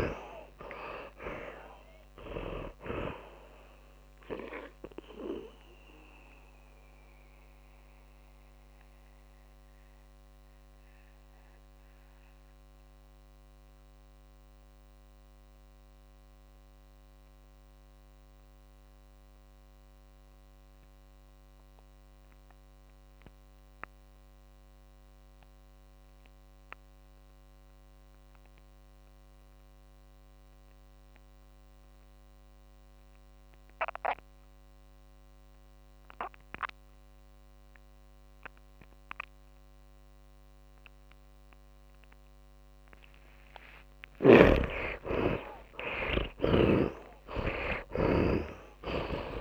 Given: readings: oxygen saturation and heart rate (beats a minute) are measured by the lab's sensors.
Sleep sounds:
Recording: breathing in sleep by a microphone on the trachea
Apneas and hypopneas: 1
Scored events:
0.00-21.50 s: oxygen desaturation (device-marked, oxygen 68% lowest)
5.00-43.00 s: mixed apnea (oxygen 96% before, 68% lowest, heart rate 37 before, 77 extreme, up 42 after)
9.50-49.41 s: tachycardia (device-marked)
33.50-49.41 s: oxygen desaturation (device-marked, oxygen 100% before, 71% lowest, heart rate 143 before, 77 extreme)
44.50-48.00 s: snoring (device-marked)
44.50-49.41 s: arousal
From the record:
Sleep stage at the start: REM sleep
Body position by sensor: on the back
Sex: male

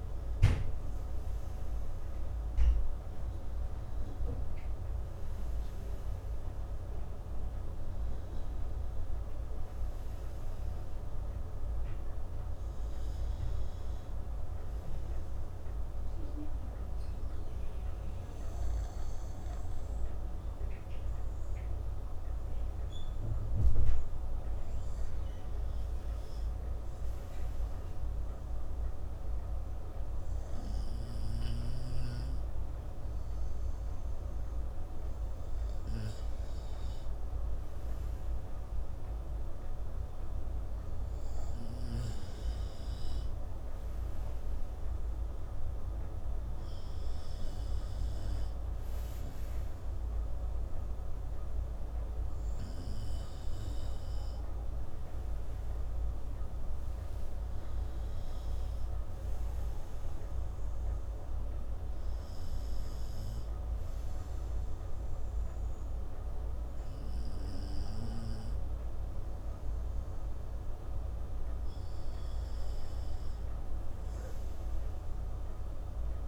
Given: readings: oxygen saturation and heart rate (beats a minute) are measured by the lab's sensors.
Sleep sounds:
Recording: breathing in sleep, hard to hear, by a room microphone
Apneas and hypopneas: 1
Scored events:
0.00-2.50 s: arousal
15.00-26.00 s: obstructive apnea (oxygen 97% before, 93% lowest, heart rate 66 before, 63 extreme, up 6 after)
28.00-32.00 s: arousal
56.50-60.50 s: arousal
From the record:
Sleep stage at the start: N2 (light sleep)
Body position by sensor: on the right side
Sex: male

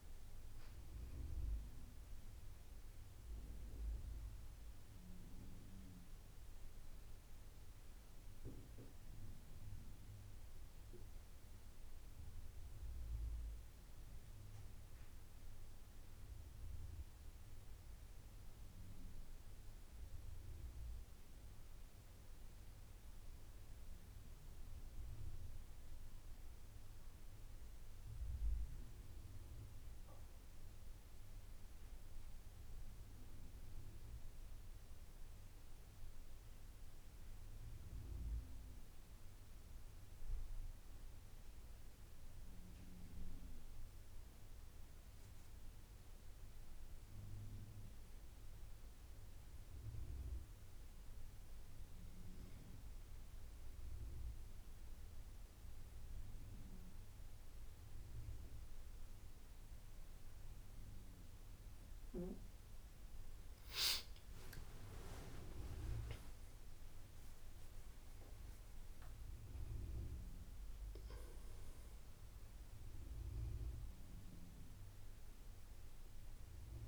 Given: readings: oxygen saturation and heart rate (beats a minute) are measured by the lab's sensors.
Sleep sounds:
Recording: a person partly awake in a sleep study, hard to hear, by a room microphone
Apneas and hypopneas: 2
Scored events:
6.00-76.88 s: new sleep stage, N1 (lightest sleep)
12.00-23.00 s: hypopnea (oxygen 97% before, 91% lowest, heart rate 86 before, 78 extreme, up 8 after)
24.00-37.00 s: oxygen desaturation (device-marked, oxygen 96% before, 93% lowest, heart rate 84 before, 78 extreme)
25.00-29.00 s: arousal
38.50-51.50 s: hypopnea (oxygen 97% before, 91% lowest, heart rate 84 before, 79 extreme, up 11 after)
54.50-59.00 s: arousal
57.00-70.00 s: oxygen desaturation (device-marked, oxygen 94% before, 91% lowest, heart rate 81 before, 83 extreme)
From the record:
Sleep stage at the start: awake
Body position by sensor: on the back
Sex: male

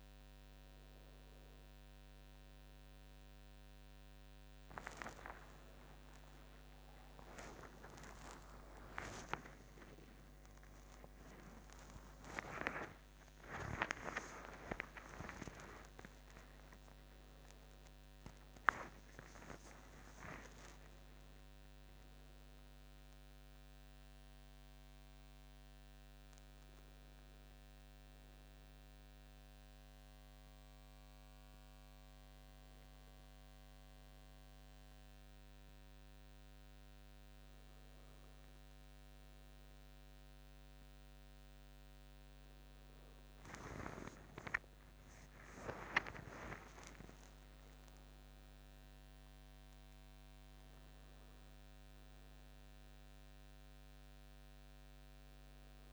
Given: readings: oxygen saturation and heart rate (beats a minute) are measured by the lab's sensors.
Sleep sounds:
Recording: a person awake in a sleep study, by a microphone on the trachea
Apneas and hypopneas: none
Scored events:
0.00-1.00 s: long interval between heartbeats (device-marked, heart rate 125 extreme)
5.50-7.50 s: long interval between heartbeats (device-marked, heart rate 82 before, 85 extreme)
9.00-11.00 s: long interval between heartbeats (device-marked, heart rate 87 before, 140 extreme)
11.50-13.50 s: long interval between heartbeats (device-marked, heart rate 103 before, 179 extreme)
14.50-16.50 s: long interval between heartbeats (device-marked, heart rate 122 before, 136 extreme)
16.50-32.50 s: bradycardia (device-marked)
19.50-21.50 s: long interval between heartbeats (device-marked, heart rate 134 before, 59 extreme)
31.50-33.50 s: long interval between heartbeats (device-marked)
40.00-42.00 s: long interval between heartbeats (device-marked, heart rate 46 before, 64 extreme)
44.00-46.00 s: long interval between heartbeats (device-marked, heart rate 47 before, 84 extreme)
47.00-49.00 s: long interval between heartbeats (device-marked, heart rate 52 before, 107 extreme)
51.50-55.92 s: bradycardia (device-marked, heart rate 71 before, 58 extreme)
From the record:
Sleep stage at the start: awake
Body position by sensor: on the back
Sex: female

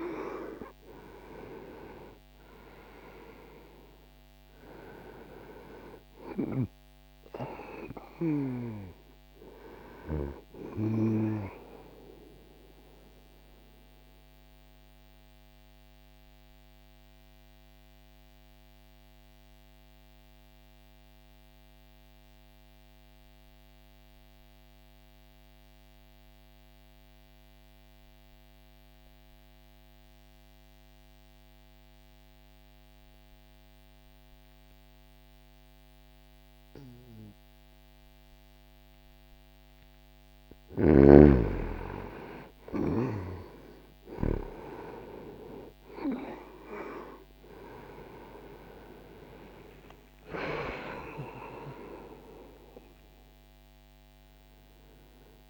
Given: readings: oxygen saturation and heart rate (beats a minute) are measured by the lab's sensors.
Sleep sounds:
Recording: breathing in sleep by a microphone on the trachea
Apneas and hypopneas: 1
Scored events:
0.50-12.50 s: oxygen desaturation (device-marked, oxygen 98% before, 93% lowest, heart rate 60 before, 59 extreme)
13.00-39.00 s: obstructive apnea (oxygen 98% before, 90% lowest, heart rate 60 before, 52 extreme, up 1 after)
22.50-34.50 s: oxygen desaturation (device-marked, oxygen 95% before, 90% lowest, heart rate 60 before, 52 extreme)
42.50-48.50 s: arousal
43.50-55.50 s: oxygen desaturation (device-marked, oxygen 99% before, 93% lowest, heart rate 61 before, 52 extreme)
From the record:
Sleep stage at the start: N2 (light sleep)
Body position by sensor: on the back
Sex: male

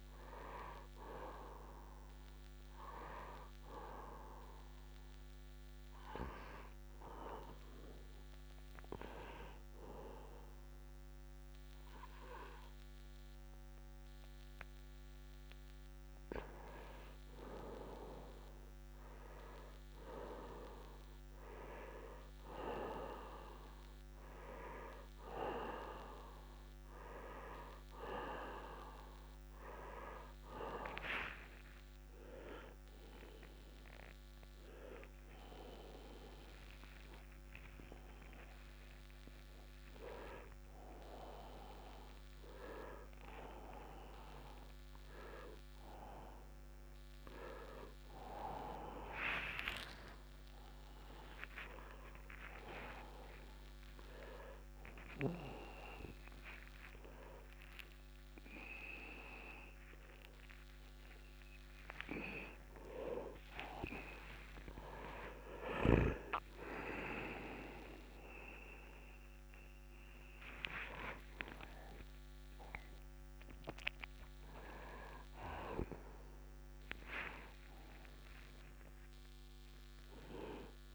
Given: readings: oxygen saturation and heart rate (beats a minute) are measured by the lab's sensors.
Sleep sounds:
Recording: a person awake in a sleep study, by a microphone on the trachea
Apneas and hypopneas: none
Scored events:
0.00-11.00 s: oxygen desaturation (device-marked, oxygen 90% lowest, heart rate 66 extreme)
16.00-80.94 s: new sleep stage, awake
26.00-33.00 s: oxygen desaturation (device-marked, oxygen 97% before, 93% lowest, heart rate 69 before, 70 extreme)
49.00-51.00 s: long interval between heartbeats (device-marked, heart rate 71 before, 90 extreme)
From the record:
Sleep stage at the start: N1 (lightest sleep)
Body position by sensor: on the right side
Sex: male

